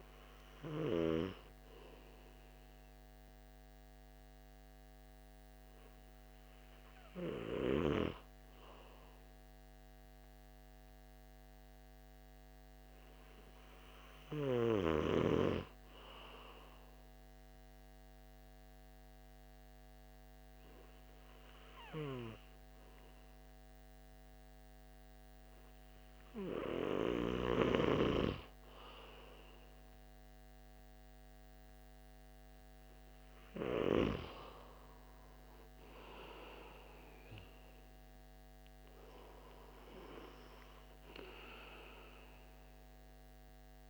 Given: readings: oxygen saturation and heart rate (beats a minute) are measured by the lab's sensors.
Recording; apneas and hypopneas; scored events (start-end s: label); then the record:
breathing in sleep by a microphone on the trachea; 1
0.00-10.00 s: oxygen desaturation (device-marked, oxygen 92% lowest)
11.00-26.50 s: hypopnea (oxygen 96% before, 94% lowest)
30.00-34.00 s: arousal
From the record:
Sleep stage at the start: N2 (light sleep); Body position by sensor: on the back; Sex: male